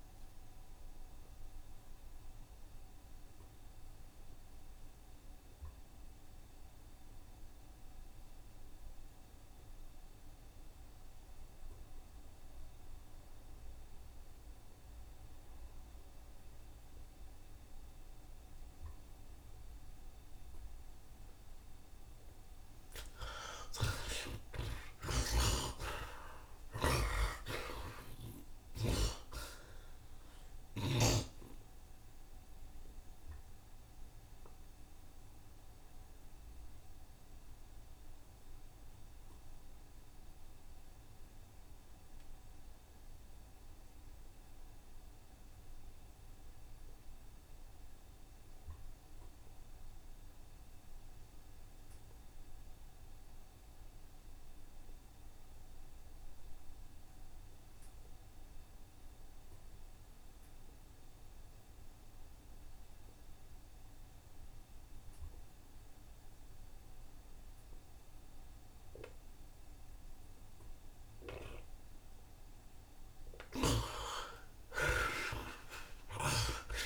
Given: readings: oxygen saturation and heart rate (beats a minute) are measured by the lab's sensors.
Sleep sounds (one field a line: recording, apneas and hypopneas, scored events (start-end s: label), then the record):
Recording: breathing in sleep by a room microphone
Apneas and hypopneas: 2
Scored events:
0.00-11.00 s: oxygen desaturation (device-marked, oxygen 47% lowest, heart rate 47 extreme)
1.00-21.00 s: obstructive apnea (oxygen 85% before, 47% lowest, heart rate 83 before, 47 extreme, up 53 after)
3.50-5.50 s: long interval between heartbeats (device-marked, heart rate 83 before, 91 extreme)
6.00-8.00 s: long interval between heartbeats (device-marked, heart rate 85 before, 78 extreme)
8.00-11.00 s: bradycardia (device-marked, heart rate 85 before, 77 extreme)
9.00-11.00 s: long interval between heartbeats (device-marked, heart rate 86 before, 77 extreme)
13.00-20.00 s: bradycardia (device-marked, heart rate 85 before, 47 extreme)
14.00-16.00 s: long interval between heartbeats (device-marked, heart rate 82 before, 65 extreme)
17.50-19.50 s: long interval between heartbeats (device-marked, heart rate 77 before, 56 extreme)
18.00-46.00 s: oxygen desaturation (device-marked, oxygen 76% before, 54% lowest, heart rate 76 before, 57 extreme)
23.00-27.00 s: arousal
24.50-26.50 s: long interval between heartbeats (device-marked, heart rate 65 before, 75 extreme)
26.00-28.00 s: tachycardia (device-marked, heart rate 84 before, 100 extreme)
29.50-31.50 s: long interval between heartbeats (device-marked, heart rate 67 before, 107 extreme)
33.00-35.00 s: long interval between heartbeats (device-marked, heart rate 74 before, 83 extreme)
34.00-71.00 s: obstructive apnea (oxygen 76% before, 50% lowest, heart rate 76 before, 57 extreme, up 43 after)
35.50-37.50 s: long interval between heartbeats (device-marked, heart rate 77 before, 79 extreme)
37.00-39.00 s: bradycardia (device-marked, heart rate 85 before, 63 extreme)
38.50-40.50 s: long interval between heartbeats (device-marked, heart rate 79 before, 63 extreme)
41.00-43.00 s: bradycardia (device-marked, heart rate 85 before, 59 extreme)
42.00-44.00 s: long interval between heartbeats (device-marked, heart rate 81 before, 61 extreme)
52.00-76.86 s: oxygen desaturation (device-marked, oxygen 84% before, 53% lowest, heart rate 69 before, 57 extreme)
52.50-54.50 s: long interval between heartbeats (device-marked, heart rate 69 before, 75 extreme)
60.50-62.50 s: long interval between heartbeats (device-marked, heart rate 65 before, 76 extreme)
61.00-65.00 s: bradycardia (device-marked, heart rate 84 before, 57 extreme)
63.00-65.00 s: long interval between heartbeats (device-marked, heart rate 67 before, 57 extreme)
74.00-76.00 s: long interval between heartbeats (device-marked, heart rate 67 before, 88 extreme)
74.00-76.86 s: arousal
From the record:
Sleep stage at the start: N2 (light sleep)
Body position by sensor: on the right side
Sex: male